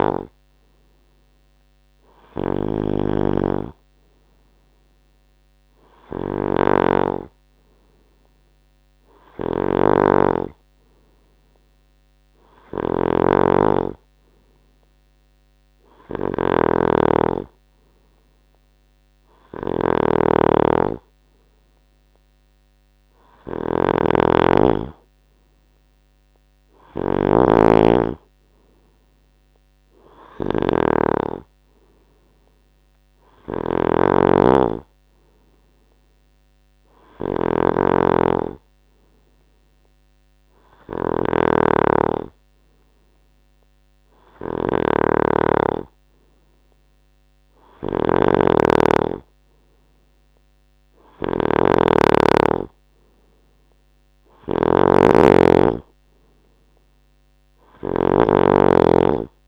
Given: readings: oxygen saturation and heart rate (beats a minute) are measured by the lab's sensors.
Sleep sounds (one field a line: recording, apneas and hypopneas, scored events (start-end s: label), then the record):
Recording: breathing in sleep by a microphone on the trachea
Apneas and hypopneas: none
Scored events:
0.00-59.48 s: snoring (device-marked)
From the record:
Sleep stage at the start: N2 (light sleep)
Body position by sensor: on the right side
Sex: male